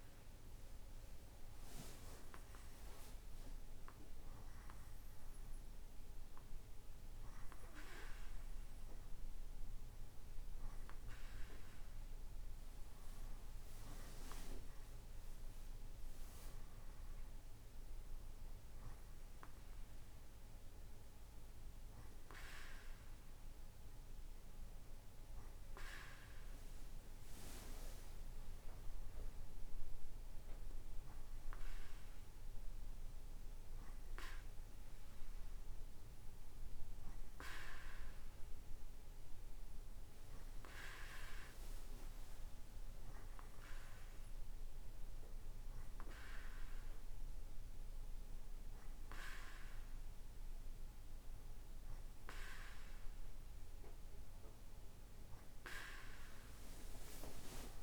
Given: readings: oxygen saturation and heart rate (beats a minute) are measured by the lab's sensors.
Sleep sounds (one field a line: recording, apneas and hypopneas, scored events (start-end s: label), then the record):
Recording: breathing in sleep by a room microphone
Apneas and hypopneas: none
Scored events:
none scored
From the record:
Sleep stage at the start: N2 (light sleep)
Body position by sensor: on the right side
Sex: male